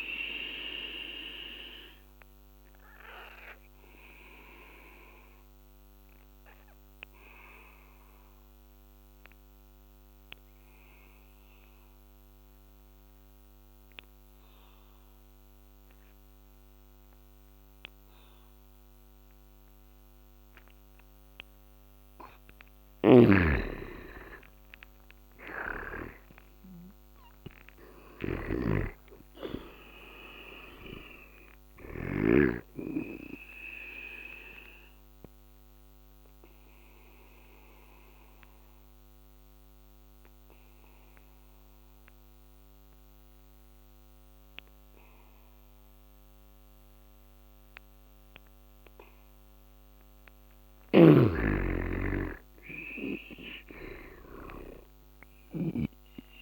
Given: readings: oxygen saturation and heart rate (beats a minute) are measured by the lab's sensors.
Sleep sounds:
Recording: breathing in sleep by a microphone on the trachea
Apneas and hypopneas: 2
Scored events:
0.00-21.00 s: oxygen desaturation (device-marked, oxygen 90% lowest, heart rate 64 extreme)
3.50-21.00 s: obstructive apnea (oxygen 99% before, 86% lowest, heart rate 74 before, 64 extreme, up 12 after)
22.50-26.00 s: arousal
22.50-32.00 s: snoring (device-marked)
23.00-42.00 s: oxygen desaturation (device-marked, oxygen 97% before, 90% lowest, heart rate 74 before, 64 extreme)
35.00-48.50 s: obstructive apnea (oxygen 97% before, 84% lowest, heart rate 77 before, 65 extreme, up 16 after)
50.50-55.50 s: snoring (device-marked)
51.00-55.00 s: arousal
From the record:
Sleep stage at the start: N2 (light sleep)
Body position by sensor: on the back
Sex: male

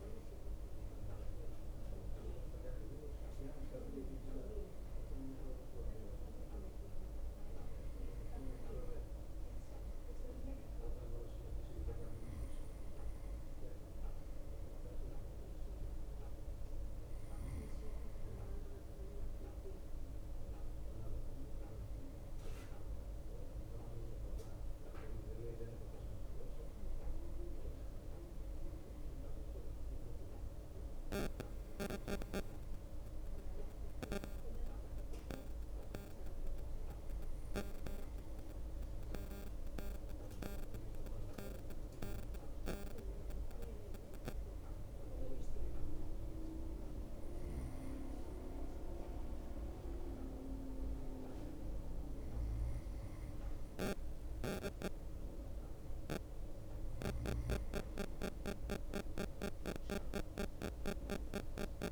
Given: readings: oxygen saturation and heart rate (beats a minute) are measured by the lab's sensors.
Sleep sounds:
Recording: breathing in sleep by a room microphone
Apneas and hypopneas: none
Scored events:
18.50-28.50 s: drop in pulse transit time (device-marked, heart rate 61 before, 63 extreme)
26.50-33.50 s: bradycardia (device-marked, heart rate 40 before, 54 extreme)
27.50-29.50 s: long interval between heartbeats (device-marked, heart rate 63 before, 64 extreme)
40.50-50.50 s: drop in pulse transit time (device-marked, heart rate 60 before, 45 extreme)
41.50-48.50 s: bradycardia (device-marked, heart rate 40 before, 45 extreme)
42.00-44.00 s: long interval between heartbeats (device-marked, heart rate 60 before, 63 extreme)
56.50-61.92 s: bradycardia (device-marked, heart rate 41 before, 53 extreme)
57.50-59.50 s: long interval between heartbeats (device-marked, heart rate 57 before, 63 extreme)
60.00-61.92 s: long interval between heartbeats (device-marked, heart rate 57 before, 54 extreme)
From the record:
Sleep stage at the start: N2 (light sleep)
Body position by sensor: on the right side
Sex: male

